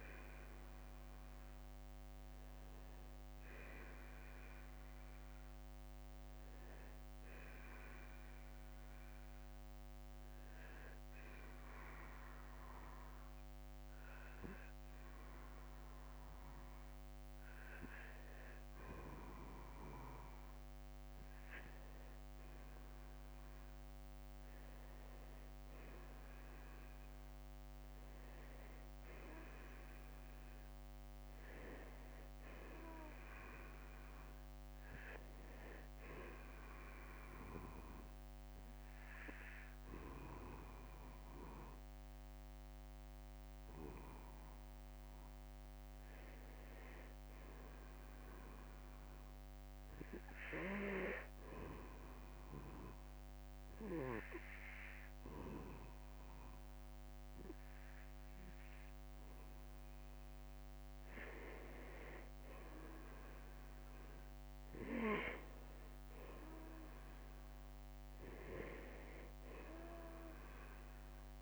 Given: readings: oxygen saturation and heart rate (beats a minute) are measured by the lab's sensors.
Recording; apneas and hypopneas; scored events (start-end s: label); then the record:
breathing in sleep by a microphone on the trachea; 3
8.50-19.50 s: hypopnea (oxygen 92% before, 90% lowest, heart rate 62 before, 41 extreme, up 22 after)
11.50-13.50 s: long interval between heartbeats (device-marked, heart rate 62 before, 64 extreme)
14.50-16.50 s: long interval between heartbeats (device-marked, heart rate 61 before, 56 extreme)
16.50-18.50 s: long interval between heartbeats (device-marked, heart rate 61 before, 55 extreme)
21.50-25.00 s: arousal
32.50-51.50 s: oxygen desaturation (device-marked, oxygen 94% before, 91% lowest, heart rate 55 before, 50 extreme)
36.00-46.00 s: obstructive apnea (oxygen 95% before, 89% lowest, heart rate 56 before, 50 extreme, up 6 after)
47.50-50.00 s: arousal
52.00-62.00 s: obstructive apnea (oxygen 94% before, 86% lowest, heart rate 58 before, 50 extreme, up 11 after)
58.00-60.00 s: long interval between heartbeats (device-marked, heart rate 57 before, 66 extreme)
64.50-68.00 s: arousal
64.50-71.42 s: oxygen desaturation (device-marked, oxygen 93% before, 90% lowest, heart rate 57 before, 53 extreme)
From the record:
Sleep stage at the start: N2 (light sleep); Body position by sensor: on the back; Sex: male